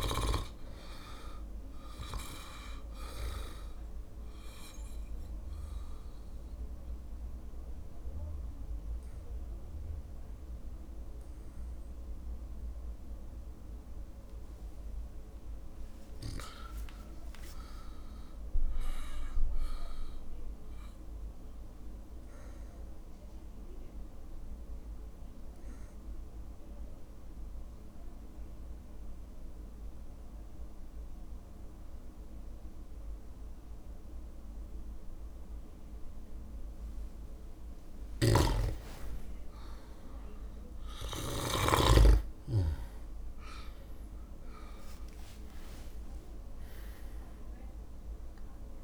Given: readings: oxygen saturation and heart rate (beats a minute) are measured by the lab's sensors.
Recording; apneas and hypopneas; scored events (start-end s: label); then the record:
breathing in sleep by a room microphone; 2
0.00-6.00 s: drop in pulse transit time (device-marked, heart rate 59 extreme)
2.50-14.50 s: obstructive apnea (oxygen 99% before, 95% lowest, heart rate 58 before, 54 extreme, up 16 after)
15.00-17.50 s: arousal
16.50-18.50 s: long interval between heartbeats (device-marked, heart rate 58 before, 64 extreme)
21.00-37.00 s: obstructive apnea (oxygen 99% before, 95% lowest, heart rate 60 before, 56 extreme, up 3 after)
38.00-41.50 s: snoring (device-marked)
39.50-43.00 s: arousal
45.00-48.84 s: drop in pulse transit time (device-marked, heart rate 58 before, 56 extreme)
From the record:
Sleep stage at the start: REM sleep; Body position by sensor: on the back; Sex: male